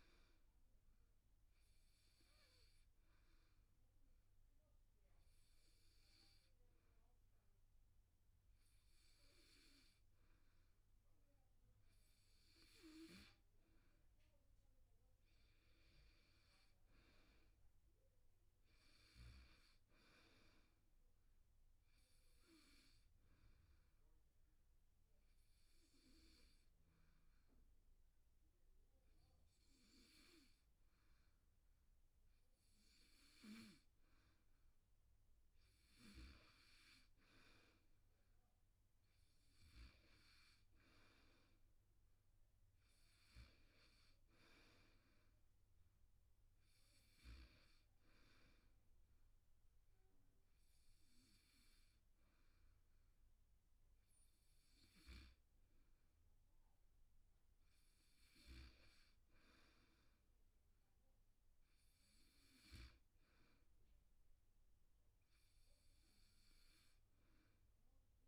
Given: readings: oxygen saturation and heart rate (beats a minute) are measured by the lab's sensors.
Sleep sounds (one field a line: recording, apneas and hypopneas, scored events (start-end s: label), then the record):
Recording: breathing in sleep by a room microphone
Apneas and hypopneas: 2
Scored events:
1.50-13.00 s: hypopnea (oxygen 96% before, 91% lowest, heart rate 77 before, 74 extreme, up 6 after)
14.50-17.50 s: arousal
19.50-33.50 s: oxygen desaturation (device-marked, oxygen 95% before, 91% lowest, heart rate 76 before, 75 extreme)
21.00-34.00 s: hypopnea (oxygen 96% before, 91% lowest, heart rate 76 before, 75 extreme, up 7 after)
37.50-40.50 s: arousal
43.50-58.50 s: oxygen desaturation (device-marked, oxygen 97% before, 91% lowest, heart rate 81 before, 74 extreme)
From the record:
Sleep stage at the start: N2 (light sleep)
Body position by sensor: on the back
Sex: male